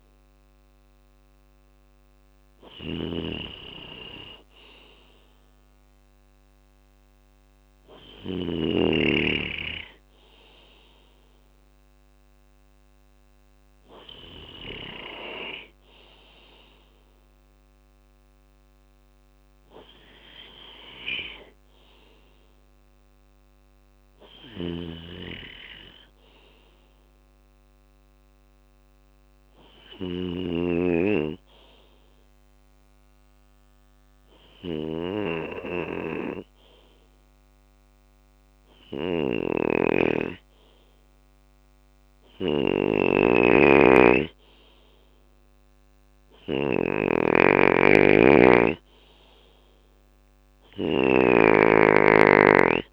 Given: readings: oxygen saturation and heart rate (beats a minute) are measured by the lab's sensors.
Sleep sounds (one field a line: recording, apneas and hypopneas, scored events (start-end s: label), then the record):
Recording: breathing in sleep by a microphone on the trachea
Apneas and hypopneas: 1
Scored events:
0.00-8.00 s: snoring (device-marked)
22.00-26.00 s: arousal
23.50-52.93 s: snoring (device-marked)
30.00-43.00 s: obstructive apnea (oxygen 98% before, 94% lowest, heart rate 64 before, 62 extreme, up 3 after)
45.00-49.00 s: arousal
From the record:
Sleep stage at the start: N2 (light sleep)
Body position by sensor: on the left side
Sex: male